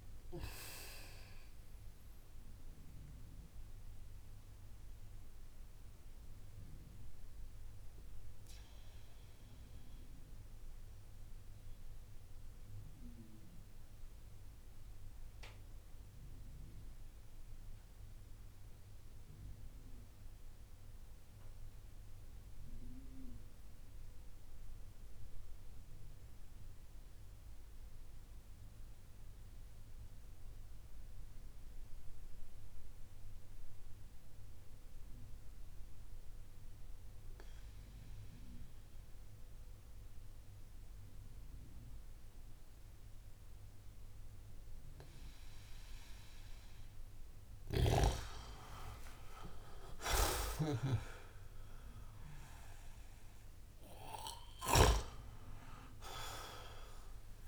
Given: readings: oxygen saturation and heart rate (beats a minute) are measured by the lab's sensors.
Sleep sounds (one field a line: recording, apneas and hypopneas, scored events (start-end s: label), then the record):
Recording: breathing in sleep by a room microphone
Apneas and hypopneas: 1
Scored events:
0.00-20.50 s: oxygen desaturation (device-marked, oxygen 87% lowest)
3.00-47.00 s: mixed apnea (oxygen 97% before, 87% lowest)
38.50-57.48 s: oxygen desaturation (device-marked, oxygen 98% before, 90% lowest)
48.00-52.50 s: arousal
50.00-55.00 s: snoring (device-marked)
From the record:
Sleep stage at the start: N2 (light sleep)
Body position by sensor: on the back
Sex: male